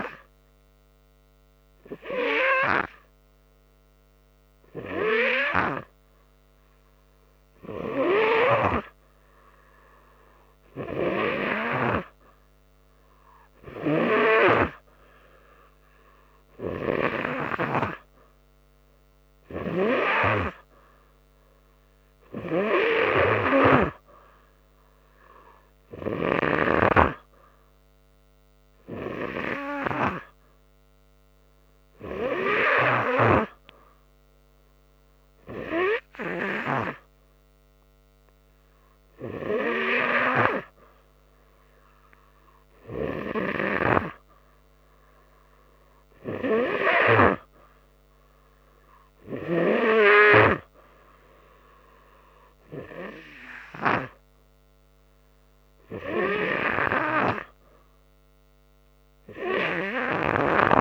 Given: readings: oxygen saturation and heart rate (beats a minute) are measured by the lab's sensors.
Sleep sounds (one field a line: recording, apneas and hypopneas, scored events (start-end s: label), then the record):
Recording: breathing in sleep by a microphone on the trachea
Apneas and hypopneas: none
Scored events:
none scored
From the record:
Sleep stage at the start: N3 (deep sleep)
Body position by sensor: on the right side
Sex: male